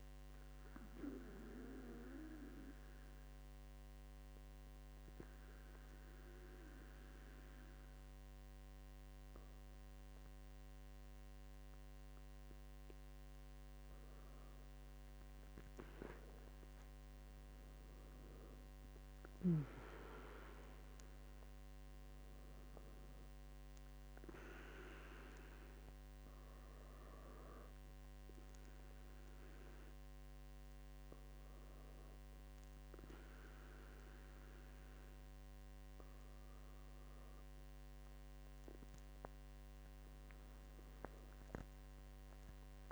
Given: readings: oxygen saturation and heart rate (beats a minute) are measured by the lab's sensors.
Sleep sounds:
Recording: breathing in sleep by a microphone on the trachea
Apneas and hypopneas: 2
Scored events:
0.00-21.00 s: oxygen desaturation (device-marked, oxygen 99% before, 95% lowest, heart rate 70 before, 66 extreme)
1.50-15.00 s: obstructive apnea (oxygen 99% before, 95% lowest, heart rate 70 before, 67 extreme, up 8 after)
17.50-21.00 s: arousal
26.00-38.50 s: obstructive apnea (oxygen 98% before, 98% lowest, heart rate 70 before, 61 extreme, up 6 after)
41.00-42.92 s: arousal
From the record:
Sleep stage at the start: N2 (light sleep)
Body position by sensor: on the back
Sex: female

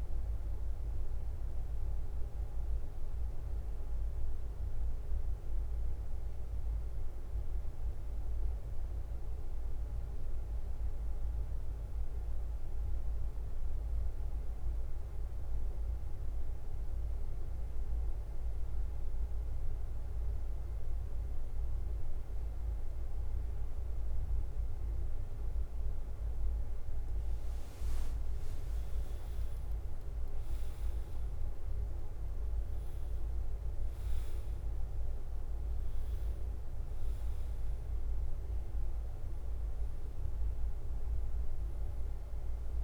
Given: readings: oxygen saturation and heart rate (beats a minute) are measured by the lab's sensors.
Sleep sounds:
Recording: breathing in sleep, hard to hear, by a room microphone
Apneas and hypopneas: 1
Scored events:
0.00-42.84 s: bradycardia (device-marked, heart rate 47 extreme)
5.50-27.00 s: mixed apnea (oxygen 99% before, 95% lowest, heart rate 51 before, 47 extreme, up 7 after)
29.00-33.50 s: arousal
From the record:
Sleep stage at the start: N2 (light sleep)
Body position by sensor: on the back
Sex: male

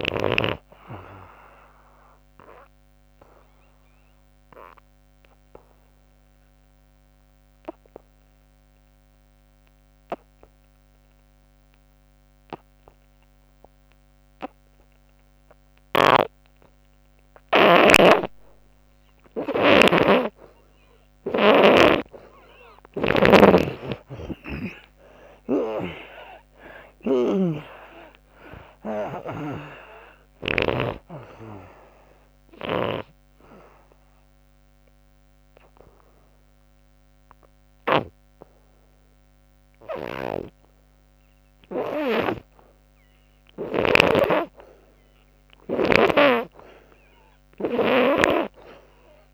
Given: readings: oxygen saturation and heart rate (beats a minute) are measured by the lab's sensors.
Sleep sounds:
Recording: breathing in sleep by a microphone on the trachea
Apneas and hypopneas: 2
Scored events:
0.00-13.50 s: oxygen desaturation (device-marked, oxygen 79% lowest, heart rate 62 extreme)
2.00-18.50 s: obstructive apnea (oxygen 96% before, 73% lowest, heart rate 90 before, 62 extreme, up 20 after)
19.50-30.50 s: snoring (device-marked)
22.00-25.50 s: arousal
27.50-43.50 s: oxygen desaturation (device-marked, oxygen 95% before, 78% lowest, heart rate 69 before, 66 extreme)
33.00-43.50 s: obstructive apnea (oxygen 97% before, 73% lowest, heart rate 78 before, 66 extreme, up 0 after)
47.50-49.34 s: arousal
From the record:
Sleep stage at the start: N2 (light sleep)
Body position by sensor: on the back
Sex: female

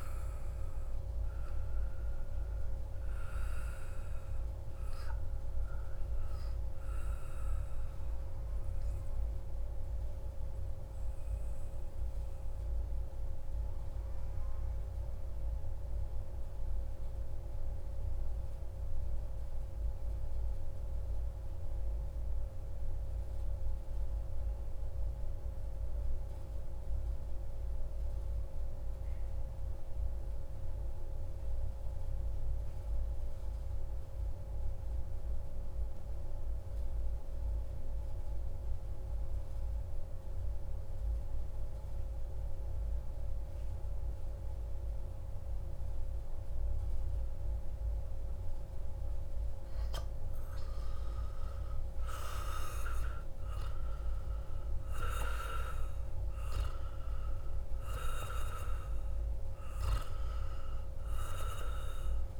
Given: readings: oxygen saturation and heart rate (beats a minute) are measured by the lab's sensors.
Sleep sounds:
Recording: breathing in sleep by a room microphone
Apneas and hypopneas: 1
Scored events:
7.50-48.50 s: mixed apnea (oxygen 98% before, 90% lowest)
42.00-62.40 s: oxygen desaturation (device-marked, oxygen 97% before, 90% lowest)
50.00-54.00 s: arousal
From the record:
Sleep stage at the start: N2 (light sleep)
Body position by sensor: on the back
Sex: male

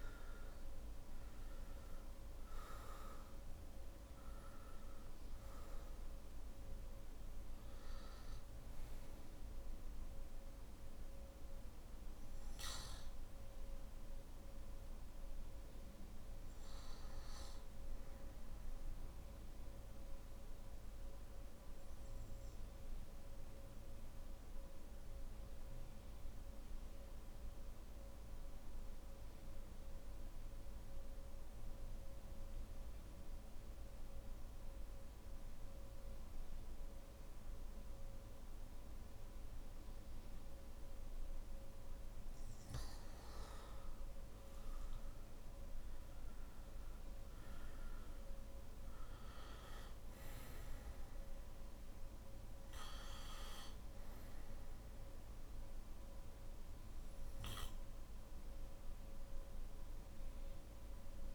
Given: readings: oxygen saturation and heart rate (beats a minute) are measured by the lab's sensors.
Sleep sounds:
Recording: breathing in sleep, hard to hear, by a room microphone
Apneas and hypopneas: 1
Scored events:
0.00-14.00 s: oxygen desaturation (device-marked, oxygen 91% lowest, heart rate 44 extreme)
19.00-41.00 s: central apnea (oxygen 96% before, 90% lowest, heart rate 53 before, 44 extreme, up 16 after)
47.00-61.35 s: oxygen desaturation (device-marked, oxygen 98% before, 91% lowest, heart rate 47 before, 46 extreme)
From the record:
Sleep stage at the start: N3 (deep sleep)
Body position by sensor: on the back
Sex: male

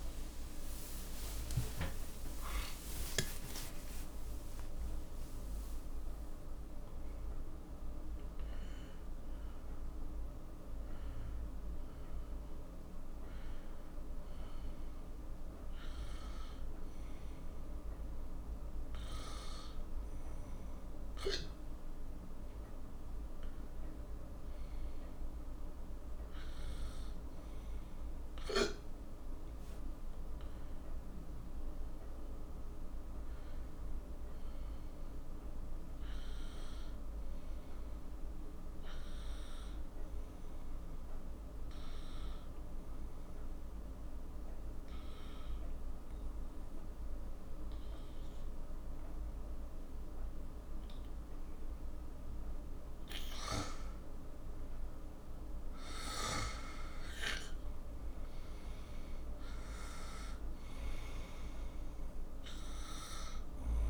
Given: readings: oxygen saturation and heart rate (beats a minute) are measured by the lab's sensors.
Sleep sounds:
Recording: a person partly awake in a sleep study, by a room microphone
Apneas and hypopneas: 1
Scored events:
0.00-16.00 s: oxygen desaturation (device-marked, oxygen 89% lowest, heart rate 49 extreme)
13.00-43.00 s: new sleep stage, N1 (lightest sleep)
38.00-51.50 s: obstructive apnea (oxygen 98% before, 92% lowest, heart rate 53 before, 42 extreme, up 15 after)
43.00-63.90 s: new sleep stage, N2 (light sleep)
54.00-58.50 s: arousal
60.00-63.90 s: oxygen desaturation (device-marked, oxygen 96% before, 92% lowest, heart rate 49 before, 42 extreme)
From the record:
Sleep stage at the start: awake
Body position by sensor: on the right side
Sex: male

